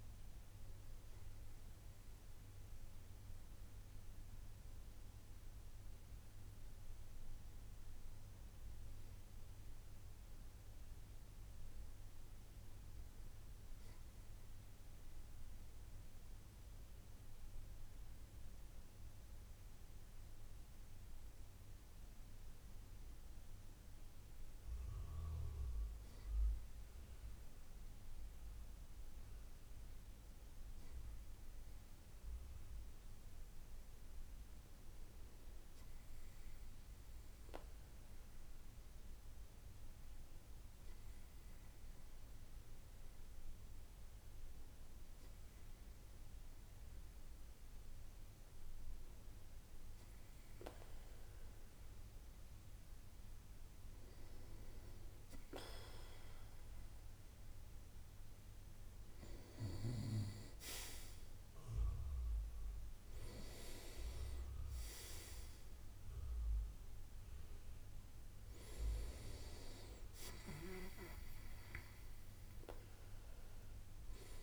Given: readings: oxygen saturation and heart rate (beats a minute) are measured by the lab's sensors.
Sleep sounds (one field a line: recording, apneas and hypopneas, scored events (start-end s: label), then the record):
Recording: breathing in sleep by a room microphone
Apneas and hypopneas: 1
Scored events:
0.00-26.50 s: oxygen desaturation (device-marked, oxygen 92% lowest, heart rate 66 extreme)
13.50-26.00 s: hypopnea (oxygen 96% before, 92% lowest, heart rate 69 before, 66 extreme, up 3 after)
29.00-32.50 s: arousal
From the record:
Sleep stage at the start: REM sleep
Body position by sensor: on the right side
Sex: male